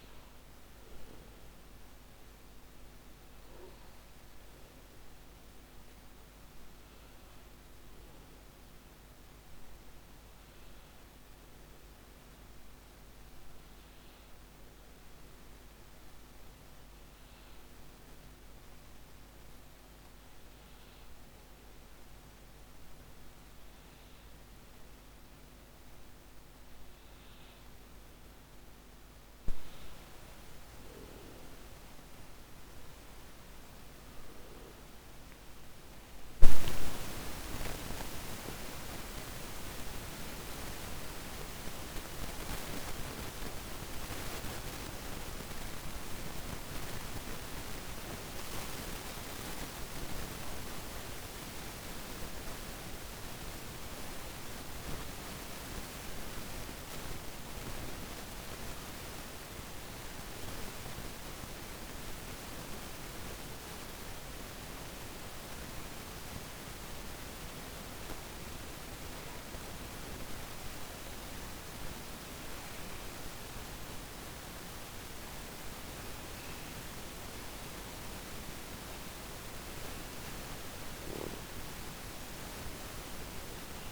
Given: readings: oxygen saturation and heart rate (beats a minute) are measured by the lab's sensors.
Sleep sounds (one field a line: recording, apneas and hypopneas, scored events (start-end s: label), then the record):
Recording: breathing in sleep by a microphone on the trachea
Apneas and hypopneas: 1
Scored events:
34.00-40.50 s: arousal
50.00-66.50 s: obstructive apnea (oxygen 95% before, 94% lowest, heart rate 87 before, 78 extreme)
70.50-76.00 s: arousal
From the record:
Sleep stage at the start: N1 (lightest sleep)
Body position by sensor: on the back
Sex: male